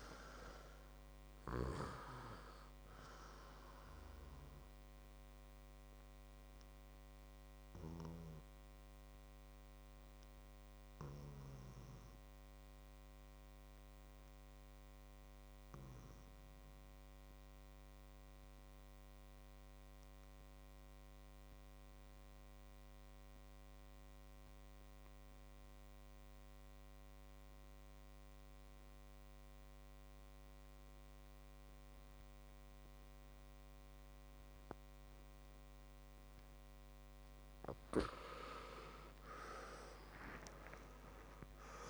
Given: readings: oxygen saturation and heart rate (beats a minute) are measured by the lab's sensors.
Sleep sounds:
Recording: breathing in sleep by a microphone on the trachea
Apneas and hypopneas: 1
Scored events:
0.00-1.00 s: arousal
0.00-19.50 s: oxygen desaturation (device-marked, oxygen 88% lowest, heart rate 55 extreme)
6.00-36.50 s: obstructive apnea (oxygen 100% before, 88% lowest, heart rate 62 before, 54 extreme, up 13 after)
31.50-41.90 s: oxygen desaturation (device-marked, oxygen 99% before, 89% lowest, heart rate 58 before, 54 extreme)
38.50-41.90 s: arousal
From the record:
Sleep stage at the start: REM sleep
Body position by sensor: on the back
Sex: male

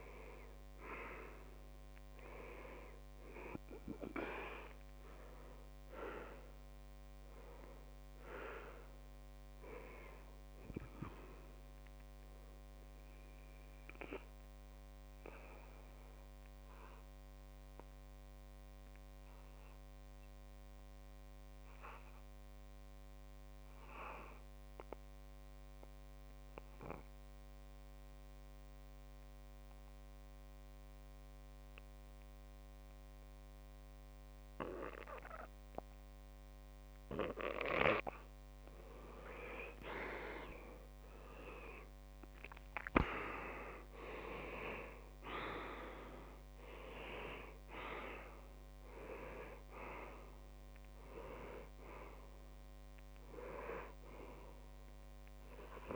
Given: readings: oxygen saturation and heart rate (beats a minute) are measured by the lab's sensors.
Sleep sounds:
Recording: breathing in sleep by a microphone on the trachea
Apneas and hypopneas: 1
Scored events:
0.00-6.50 s: oxygen desaturation (device-marked, oxygen 94% lowest)
2.50-4.50 s: long interval between heartbeats (device-marked, heart rate 31 before, 45 extreme)
5.50-7.50 s: long interval between heartbeats (device-marked, heart rate 36 before, 66 extreme)
12.50-14.50 s: long interval between heartbeats (device-marked, heart rate 45 before, 34 extreme)
12.50-21.50 s: oxygen desaturation (device-marked, oxygen 95% before, 92% lowest)
13.50-39.00 s: obstructive apnea (oxygen 97% before, 92% lowest)
19.00-21.00 s: long interval between heartbeats (device-marked, heart rate 48 before, 66 extreme)
24.50-26.50 s: long interval between heartbeats (device-marked, heart rate 53 before, 39 extreme)
34.50-36.50 s: long interval between heartbeats (device-marked, heart rate 45 before, 49 extreme)
40.00-43.00 s: arousal
40.50-53.50 s: oxygen desaturation (device-marked, oxygen 99% before, 95% lowest)
41.00-43.00 s: long interval between heartbeats (device-marked, heart rate 54 before, 88 extreme)
44.50-46.50 s: long interval between heartbeats (device-marked, heart rate 60 before, 88 extreme)
52.00-54.00 s: long interval between heartbeats (device-marked, heart rate 69 before, 33 extreme)
From the record:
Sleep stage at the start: N2 (light sleep)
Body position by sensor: on the back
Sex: male

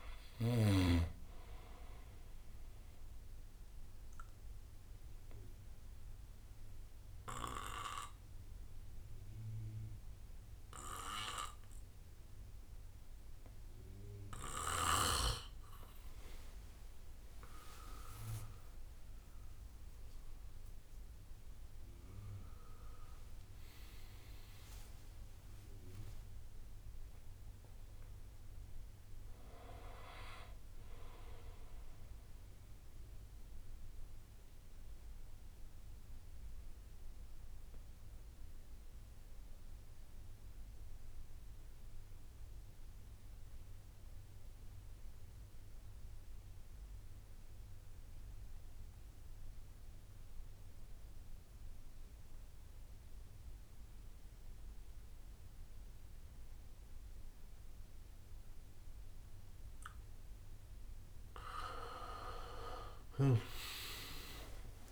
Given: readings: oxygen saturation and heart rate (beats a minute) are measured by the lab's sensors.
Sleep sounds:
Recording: breathing in sleep by a room microphone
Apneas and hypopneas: 2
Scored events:
0.00-11.00 s: oxygen desaturation (device-marked, oxygen 89% lowest, heart rate 59 extreme)
4.00-15.00 s: obstructive apnea (oxygen 99% before, 85% lowest, heart rate 66 before, 56 extreme, up 11 after)
17.50-23.00 s: arousal
32.00-37.00 s: bradycardia (device-marked, heart rate 66 before, 57 extreme)
34.50-60.50 s: obstructive apnea (oxygen 99% before, 84% lowest, heart rate 69 before, 57 extreme, up 15 after)
52.00-64.92 s: oxygen desaturation (device-marked, oxygen 99% before, 84% lowest, heart rate 61 before, 57 extreme)
62.50-64.92 s: arousal
63.00-64.92 s: drop in pulse transit time (device-marked, heart rate 63 before, 64 extreme)
From the record:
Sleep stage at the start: N2 (light sleep)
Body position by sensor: on the back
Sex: male

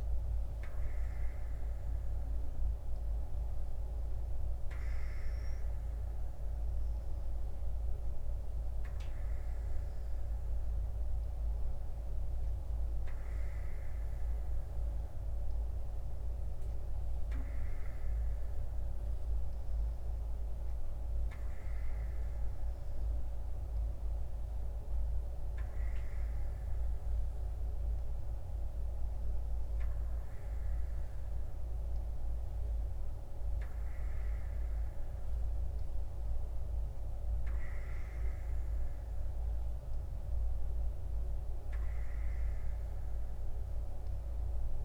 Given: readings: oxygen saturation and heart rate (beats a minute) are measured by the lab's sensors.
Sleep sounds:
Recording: breathing in sleep, hard to hear, by a room microphone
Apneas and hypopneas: none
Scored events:
none scored
From the record:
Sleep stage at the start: N2 (light sleep)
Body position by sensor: on the right side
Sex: female

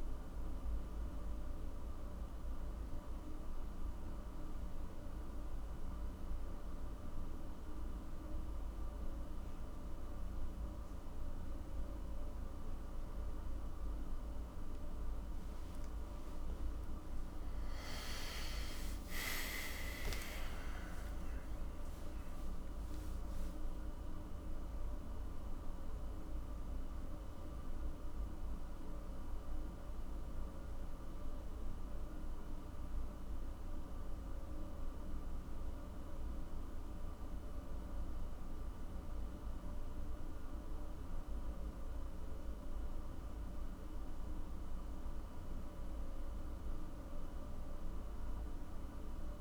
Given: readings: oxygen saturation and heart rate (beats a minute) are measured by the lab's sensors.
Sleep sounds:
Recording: a person awake in a sleep study, hard to hear, by a room microphone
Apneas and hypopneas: none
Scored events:
38.00-49.41 s: new sleep stage, N1 (lightest sleep)
From the record:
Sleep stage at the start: awake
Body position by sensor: on the back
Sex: male

